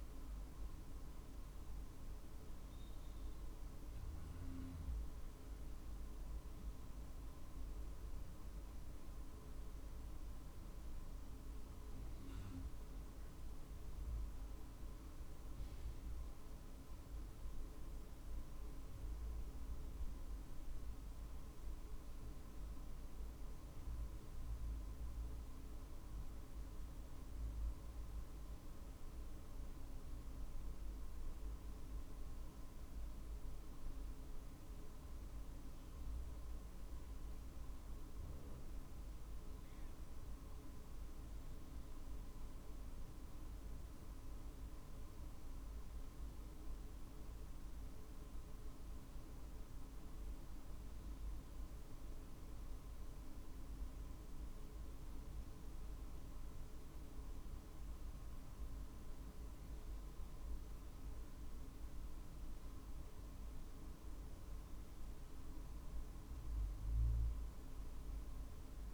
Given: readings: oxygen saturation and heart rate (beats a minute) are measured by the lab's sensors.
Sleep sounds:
breathing in sleep, hard to hear, by a room microphone; none
34.50-39.50 s: arousal
From the record:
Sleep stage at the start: N1 (lightest sleep); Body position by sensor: on the right side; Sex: male

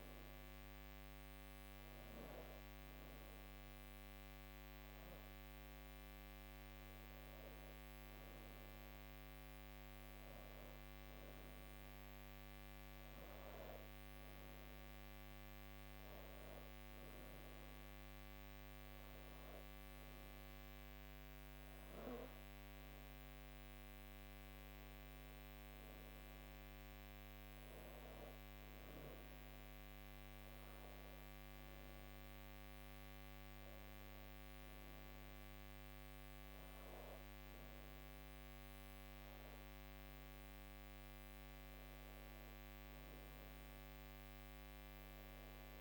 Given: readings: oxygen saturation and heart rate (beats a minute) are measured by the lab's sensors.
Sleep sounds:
breathing in sleep, hard to hear, by a microphone on the trachea; none
none scored
From the record:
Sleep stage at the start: N2 (light sleep); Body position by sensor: on the back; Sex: female

